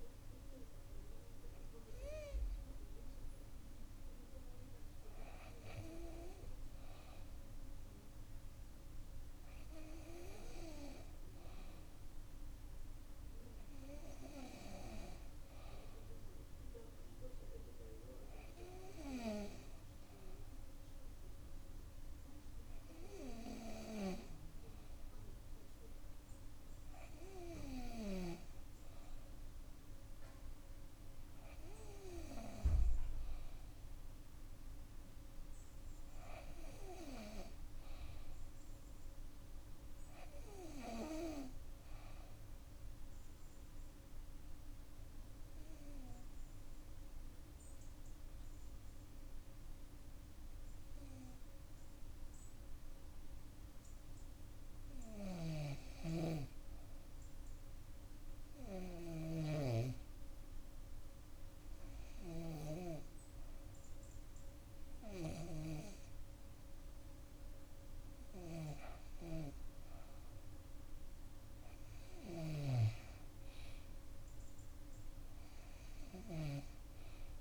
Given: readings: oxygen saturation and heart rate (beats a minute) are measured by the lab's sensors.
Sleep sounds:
breathing in sleep by a room microphone; 1
36.00-40.00 s: arousal
43.50-72.50 s: bradycardia (device-marked, heart rate 65 before, 54 extreme)
44.00-55.50 s: obstructive apnea (oxygen 97% before, 94% lowest, heart rate 67 before, 54 extreme, up 2 after)
47.50-77.41 s: new sleep stage, REM sleep
55.50-59.00 s: snoring (device-marked)
58.00-62.50 s: arousal
From the record:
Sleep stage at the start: N2 (light sleep); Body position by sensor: on the back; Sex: female

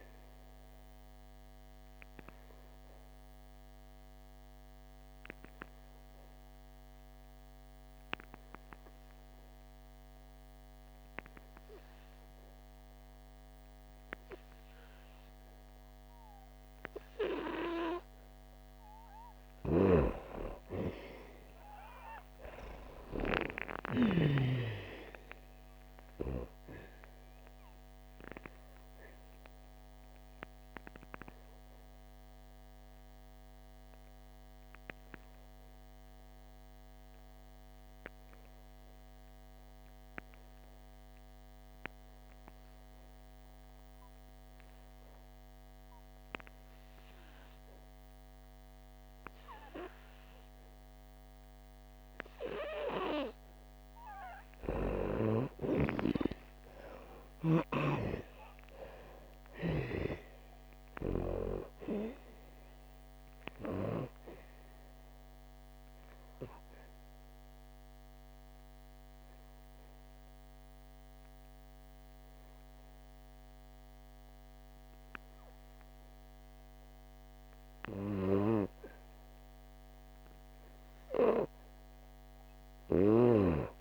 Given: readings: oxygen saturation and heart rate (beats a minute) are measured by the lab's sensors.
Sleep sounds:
breathing in sleep by a microphone on the trachea; 3
0.00-21.50 s: oxygen desaturation (device-marked, oxygen 86% lowest, heart rate 58 extreme)
0.50-19.00 s: obstructive apnea (oxygen 98% before, 85% lowest, heart rate 89 before, 58 extreme, up 47 after)
19.50-24.50 s: snoring (device-marked)
22.00-25.50 s: arousal
28.50-54.00 s: obstructive apnea (oxygen 97% before, 84% lowest, heart rate 83 before, 57 extreme, up 54 after)
30.50-50.50 s: oxygen desaturation (device-marked, oxygen 97% before, 88% lowest, heart rate 87 before, 57 extreme)
55.50-83.81 s: oxygen desaturation (device-marked, oxygen 98% before, 84% lowest, heart rate 72 before, 57 extreme)
56.50-60.50 s: arousal
65.50-77.00 s: obstructive apnea (oxygen 98% before, 84% lowest, heart rate 96 before, 57 extreme, up 11 after)
From the record:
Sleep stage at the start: N2 (light sleep); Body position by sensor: on the back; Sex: female

